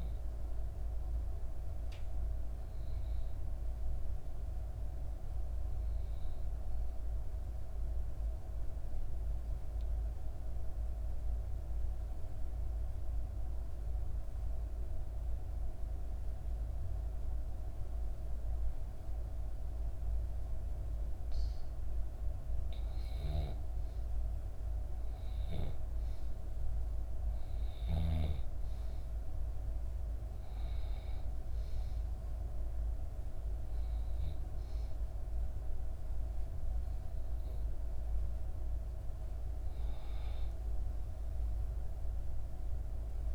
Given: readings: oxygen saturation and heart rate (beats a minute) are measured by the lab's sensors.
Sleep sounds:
breathing in sleep, hard to hear, by a room microphone; 1
11.00-21.50 s: obstructive apnea (oxygen 96% before, 90% lowest, heart rate 60 before, 59 extreme, up 2 after)
24.00-27.50 s: arousal
26.00-43.35 s: oxygen desaturation (device-marked, oxygen 96% before, 90% lowest, heart rate 59 before, 59 extreme)
From the record:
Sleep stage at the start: N2 (light sleep); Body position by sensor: on the back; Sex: female

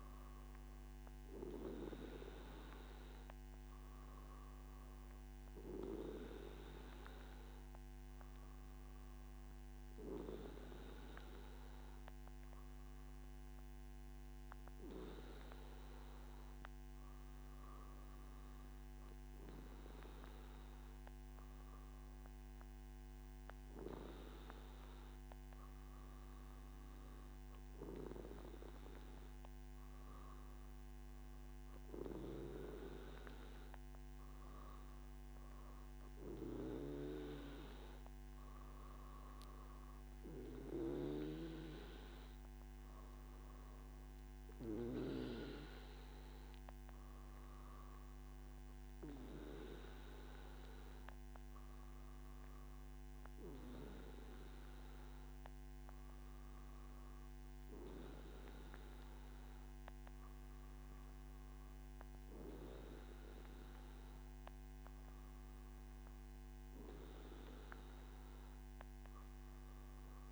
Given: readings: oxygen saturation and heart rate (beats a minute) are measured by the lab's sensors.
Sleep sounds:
breathing in sleep by a microphone on the trachea; none
2.50-70.32 s: new sleep stage, N3 (deep sleep)
From the record:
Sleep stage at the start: N2 (light sleep); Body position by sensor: on the back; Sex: male

